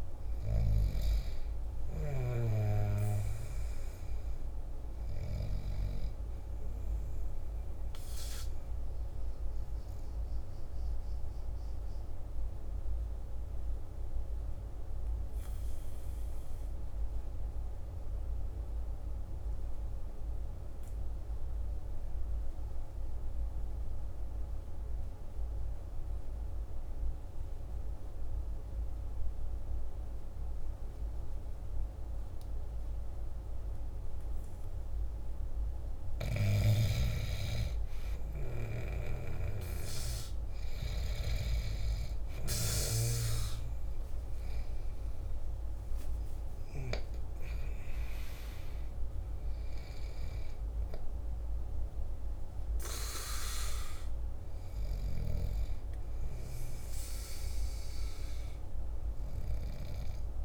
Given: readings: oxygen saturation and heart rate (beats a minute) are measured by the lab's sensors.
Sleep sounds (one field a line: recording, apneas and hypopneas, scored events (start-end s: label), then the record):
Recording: breathing in sleep by a room microphone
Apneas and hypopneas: 1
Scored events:
0.00-16.00 s: oxygen desaturation (device-marked, oxygen 90% lowest, heart rate 48 extreme)
10.50-36.00 s: obstructive apnea (oxygen 97% before, 91% lowest, heart rate 54 before, 48 extreme, up 5 after)
32.00-60.44 s: oxygen desaturation (device-marked, oxygen 99% before, 91% lowest, heart rate 49 before, 47 extreme)
38.50-42.50 s: arousal
From the record:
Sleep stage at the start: N2 (light sleep)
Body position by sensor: on the back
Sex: male